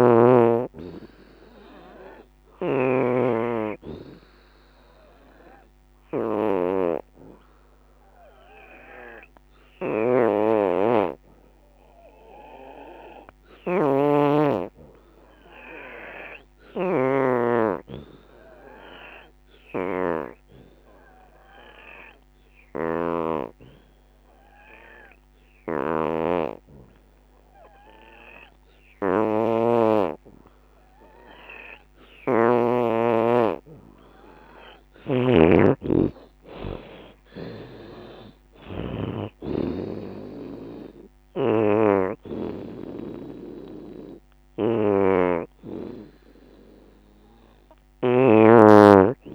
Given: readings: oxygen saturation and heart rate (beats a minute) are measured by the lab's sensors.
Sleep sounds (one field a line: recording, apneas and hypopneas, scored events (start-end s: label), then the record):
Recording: breathing in sleep by a microphone on the trachea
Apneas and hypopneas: 1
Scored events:
0.00-3.50 s: oxygen desaturation (device-marked, oxygen 83% lowest, heart rate 59 extreme)
2.50-31.50 s: obstructive apnea (oxygen 89% before, 82% lowest, heart rate 82 before, 59 extreme, up 22 after)
8.50-11.50 s: oxygen desaturation (device-marked, oxygen 92% before, 86% lowest, heart rate 80 before, 60 extreme)
9.50-11.50 s: bradycardia (device-marked, heart rate 79 before, 70 extreme)
10.50-12.50 s: long interval between heartbeats (device-marked, heart rate 79 before, 70 extreme)
14.50-24.50 s: drop in pulse transit time (device-marked, heart rate 76 before, 60 extreme)
17.00-19.00 s: long interval between heartbeats (device-marked, heart rate 74 before, 64 extreme)
23.50-34.50 s: oxygen desaturation (device-marked, oxygen 89% before, 86% lowest, heart rate 72 before, 68 extreme)
32.50-35.00 s: arousal
35.50-44.50 s: drop in pulse transit time (device-marked, heart rate 69 before, 77 extreme)
36.50-49.35 s: oxygen desaturation (device-marked, oxygen 88% before, 82% lowest, heart rate 70 before, 65 extreme)
From the record:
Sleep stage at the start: N2 (light sleep)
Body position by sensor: on the back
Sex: female